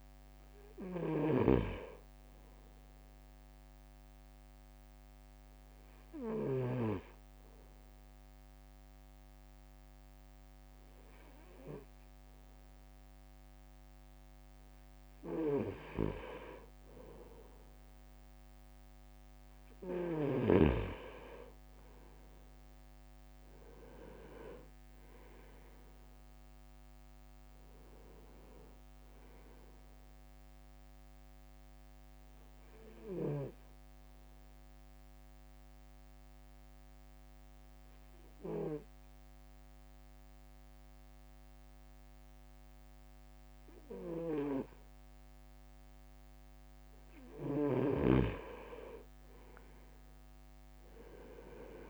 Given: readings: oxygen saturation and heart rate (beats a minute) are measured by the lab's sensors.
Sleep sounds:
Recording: breathing in sleep by a microphone on the trachea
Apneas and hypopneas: 2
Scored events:
0.00-5.50 s: drop in pulse transit time (device-marked, heart rate 53 extreme)
1.50-7.00 s: snoring (device-marked)
3.50-15.50 s: obstructive apnea (oxygen 98% before, 96% lowest, heart rate 56 before, 52 extreme, up 5 after)
22.50-36.50 s: drop in pulse transit time (device-marked, heart rate 53 before, 54 extreme)
23.00-26.50 s: leg movement (device-marked)
25.00-29.00 s: arousal
32.50-47.50 s: obstructive apnea (oxygen 98% before, 97% lowest, heart rate 56 before, 52 extreme, up 6 after)
49.00-51.90 s: leg movement (device-marked)
50.50-51.90 s: arousal
From the record:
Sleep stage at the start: N2 (light sleep)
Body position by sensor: on the right side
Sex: male

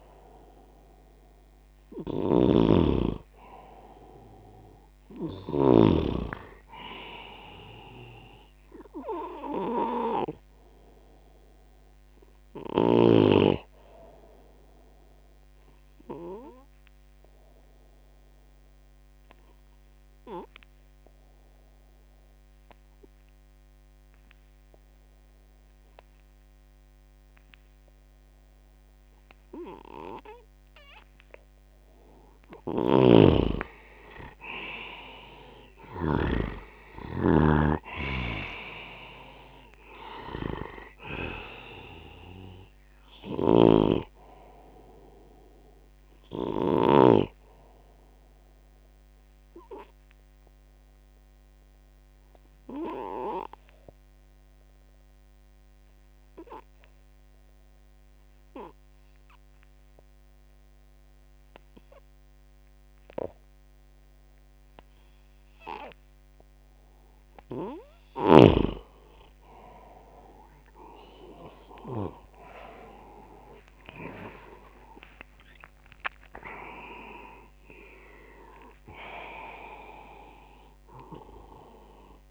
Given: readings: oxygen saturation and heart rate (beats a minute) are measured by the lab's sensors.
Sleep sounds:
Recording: breathing in sleep by a microphone on the trachea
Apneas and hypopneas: 2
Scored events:
0.00-5.50 s: snoring (device-marked)
0.00-6.50 s: oxygen desaturation (device-marked, oxygen 94% lowest, heart rate 70 extreme)
15.50-30.50 s: obstructive apnea (oxygen 98% before, 92% lowest, heart rate 76 before, 71 extreme, up 7 after)
32.50-47.00 s: snoring (device-marked)
34.00-37.00 s: arousal
35.50-43.50 s: oxygen desaturation (device-marked, oxygen 97% before, 93% lowest, heart rate 74 before, 74 extreme)
49.00-66.50 s: obstructive apnea (oxygen 97% before, 92% lowest, heart rate 78 before, 74 extreme, up 8 after)
51.50-65.50 s: oxygen desaturation (device-marked, oxygen 95% before, 92% lowest, heart rate 80 before, 74 extreme)
72.00-76.00 s: arousal
79.50-82.31 s: oxygen desaturation (device-marked, oxygen 97% before, 92% lowest, heart rate 81 before, 68 extreme)
From the record:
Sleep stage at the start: N2 (light sleep)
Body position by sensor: on the left side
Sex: male

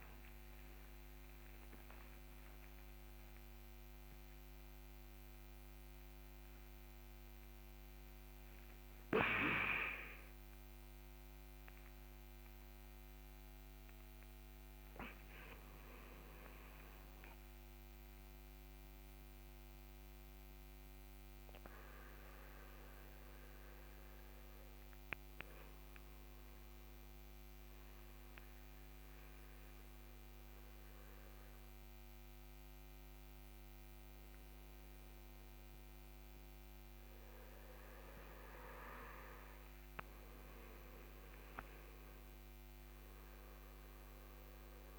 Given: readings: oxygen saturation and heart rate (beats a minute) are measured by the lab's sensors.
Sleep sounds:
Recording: breathing in sleep by a microphone on the trachea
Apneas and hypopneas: none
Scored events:
0.00-3.50 s: arousal
12.50-44.99 s: new sleep stage, N2 (light sleep)
From the record:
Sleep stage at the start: N1 (lightest sleep)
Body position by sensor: on the back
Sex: male

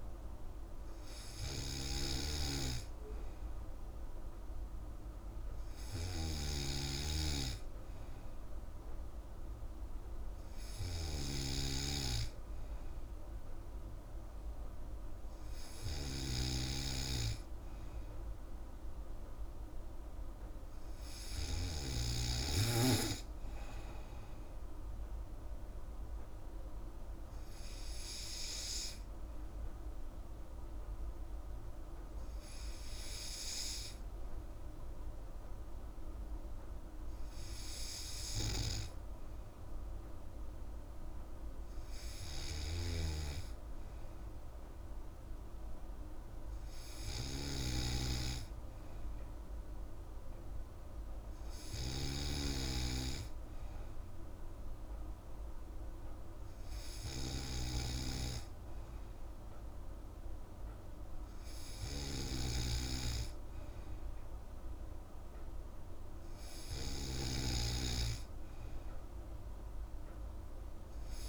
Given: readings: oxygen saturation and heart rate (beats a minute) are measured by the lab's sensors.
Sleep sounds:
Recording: breathing in sleep by a room microphone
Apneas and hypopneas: none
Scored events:
48.00-52.50 s: snoring (device-marked)
From the record:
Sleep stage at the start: N3 (deep sleep)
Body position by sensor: on the back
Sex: female

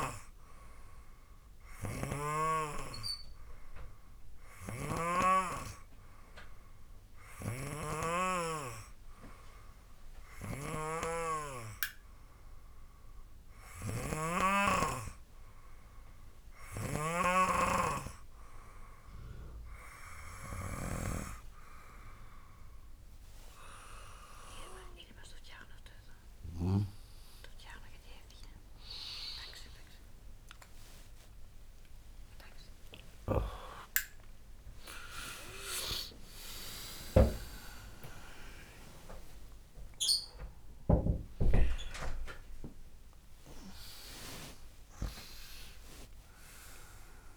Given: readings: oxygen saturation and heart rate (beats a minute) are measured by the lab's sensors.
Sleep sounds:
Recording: a person partly awake in a sleep study, by a room microphone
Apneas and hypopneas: none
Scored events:
0.00-5.50 s: snoring (device-marked)
7.50-17.50 s: snoring (device-marked)
30.00-47.37 s: new sleep stage, awake
35.00-47.37 s: tachycardia (device-marked)
From the record:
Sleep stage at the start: N3 (deep sleep)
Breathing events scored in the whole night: 176 in 3.6 hours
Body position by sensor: on the right side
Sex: male

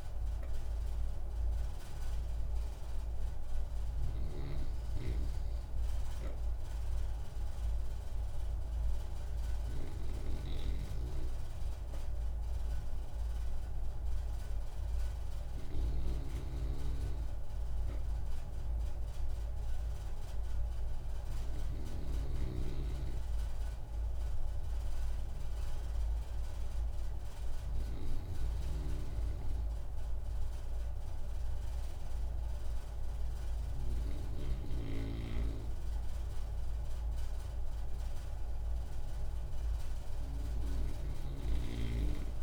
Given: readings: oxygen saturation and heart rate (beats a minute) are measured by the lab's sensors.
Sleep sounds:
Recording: breathing in sleep by a room microphone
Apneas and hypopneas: none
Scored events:
0.00-4.50 s: snoring (device-marked)
16.50-22.50 s: snoring (device-marked)
28.50-35.00 s: snoring (device-marked)
From the record:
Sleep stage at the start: N2 (light sleep)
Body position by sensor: on the right side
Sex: male

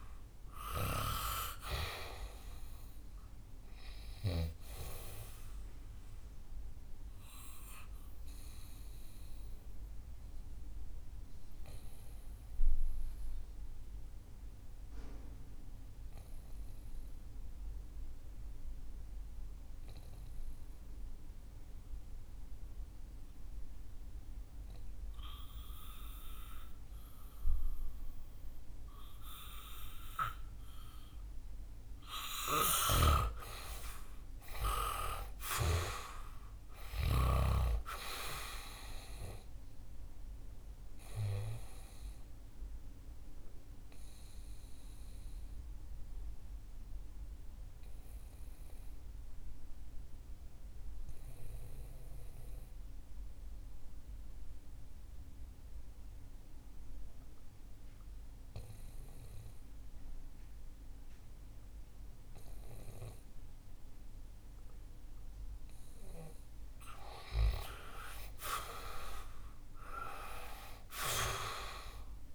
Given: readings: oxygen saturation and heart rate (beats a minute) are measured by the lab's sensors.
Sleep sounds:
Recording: breathing in sleep by a room microphone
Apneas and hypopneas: 2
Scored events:
0.00-25.00 s: oxygen desaturation (device-marked, oxygen 88% lowest, heart rate 61 extreme)
7.00-32.00 s: obstructive apnea (oxygen 99% before, 87% lowest, heart rate 70 before, 62 extreme, up 9 after)
33.00-37.50 s: snoring (device-marked)
36.50-39.50 s: arousal
37.00-61.00 s: oxygen desaturation (device-marked, oxygen 98% before, 87% lowest, heart rate 67 before, 61 extreme)
43.00-65.50 s: obstructive apnea (oxygen 98% before, 87% lowest, heart rate 69 before, 61 extreme, up 7 after)
67.50-71.00 s: arousal
From the record:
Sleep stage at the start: N2 (light sleep)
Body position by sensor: on the back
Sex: male

